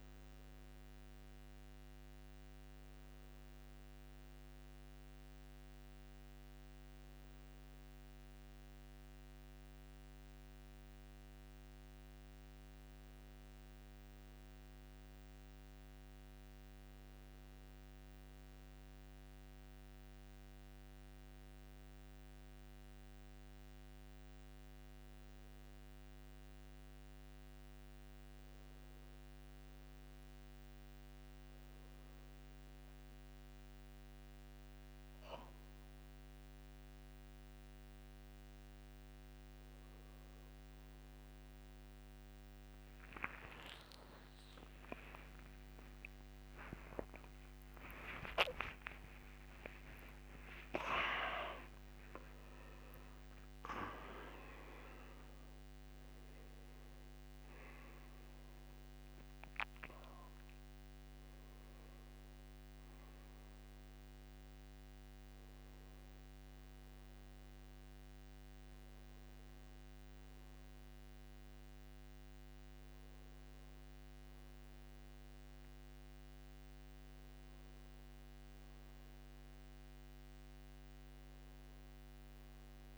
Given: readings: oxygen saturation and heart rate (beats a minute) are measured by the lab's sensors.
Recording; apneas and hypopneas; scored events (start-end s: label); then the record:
a person partly awake in a sleep study, by a microphone on the trachea; 1
7.00-82.98 s: new sleep stage, N1 (lightest sleep)
8.00-36.50 s: obstructive apnea (oxygen 98% before, 91% lowest, heart rate 127 before, 94 extreme, up 11 after)
44.00-50.00 s: arousal
54.00-64.00 s: oxygen desaturation (device-marked, oxygen 95% before, 91% lowest, heart rate 187 before, 116 extreme)
From the record:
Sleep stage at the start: awake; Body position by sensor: on the right side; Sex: male